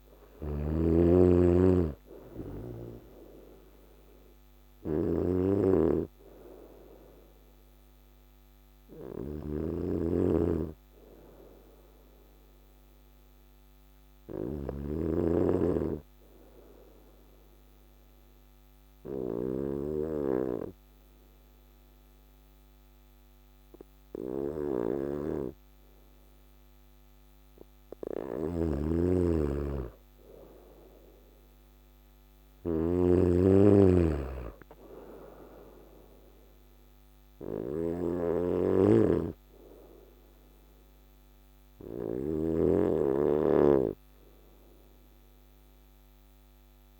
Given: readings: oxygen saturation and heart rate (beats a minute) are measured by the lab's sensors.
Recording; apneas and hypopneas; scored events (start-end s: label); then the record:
breathing in sleep by a microphone on the trachea; 1
0.00-20.00 s: snoring (device-marked)
12.50-28.00 s: obstructive apnea (oxygen 99% before, 95% lowest, heart rate 62 before, 58 extreme, up 6 after)
28.00-47.00 s: snoring (device-marked)
30.00-35.00 s: arousal
From the record:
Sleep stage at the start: N2 (light sleep); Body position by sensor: on the right side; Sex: male